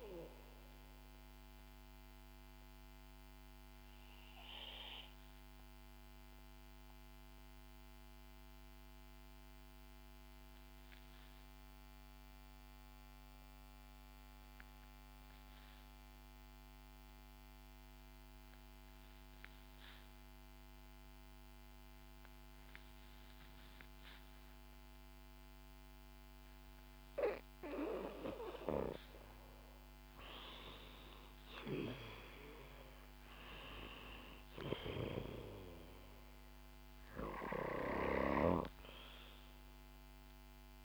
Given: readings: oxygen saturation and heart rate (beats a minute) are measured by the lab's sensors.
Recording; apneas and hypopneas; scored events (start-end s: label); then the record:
breathing in sleep by a microphone on the trachea; 1
0.00-16.00 s: oxygen desaturation (device-marked, oxygen 73% lowest, heart rate 60 extreme)
1.00-27.00 s: obstructive apnea (oxygen 92% before, 73% lowest, heart rate 70 before, 55 extreme, up 7 after)
30.50-34.50 s: arousal
33.00-40.85 s: new sleep stage, REM sleep
37.00-40.85 s: oxygen desaturation (device-marked, oxygen 96% before, 87% lowest, heart rate 66 before, 55 extreme)
From the record:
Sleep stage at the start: N2 (light sleep); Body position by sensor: on the back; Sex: female